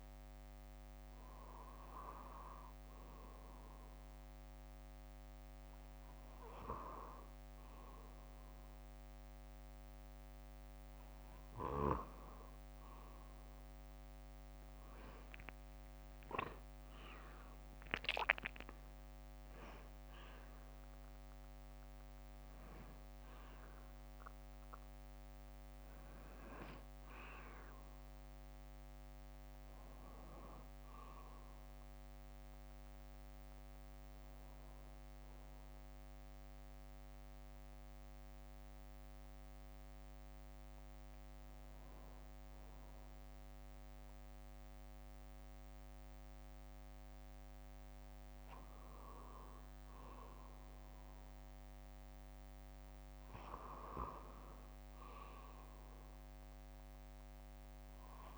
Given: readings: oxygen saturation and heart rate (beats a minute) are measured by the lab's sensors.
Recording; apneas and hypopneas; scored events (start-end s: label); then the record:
breathing in sleep by a microphone on the trachea; 1
15.00-19.00 s: arousal
25.00-27.00 s: bradycardia (device-marked, heart rate 60 before, 64 extreme)
31.00-47.00 s: bradycardia (device-marked, heart rate 60 before, 57 extreme)
36.00-49.00 s: hypopnea (oxygen 95% before, 94% lowest, heart rate 63 before, 58 extreme, up 4 after)
52.00-56.00 s: arousal
From the record:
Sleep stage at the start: N2 (light sleep); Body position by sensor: on the back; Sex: male